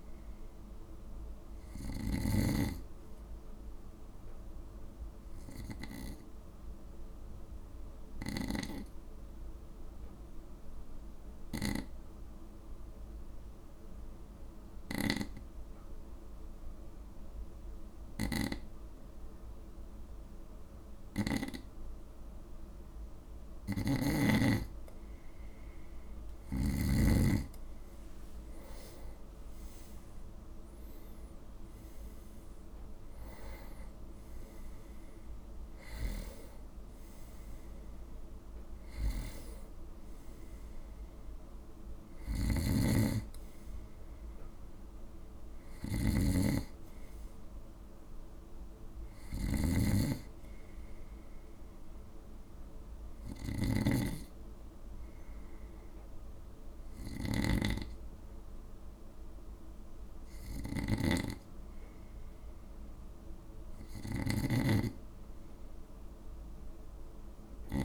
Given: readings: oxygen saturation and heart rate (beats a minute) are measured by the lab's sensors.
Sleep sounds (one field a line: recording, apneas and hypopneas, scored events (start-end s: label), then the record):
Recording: breathing in sleep by a room microphone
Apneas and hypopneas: 1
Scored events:
0.00-1.00 s: arousal
6.50-23.50 s: obstructive apnea (oxygen 96% before, 92% lowest, heart rate 56 before, 54 extreme, up 8 after)
14.50-21.50 s: snoring (device-marked)
23.50-27.00 s: snoring (device-marked)
25.50-28.50 s: arousal
42.00-67.85 s: snoring (device-marked)
44.50-59.50 s: oxygen desaturation (device-marked, oxygen 95% before, 92% lowest, heart rate 60 before, 54 extreme)
61.00-64.50 s: arousal
From the record:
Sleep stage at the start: N2 (light sleep)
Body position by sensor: on the right side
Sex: male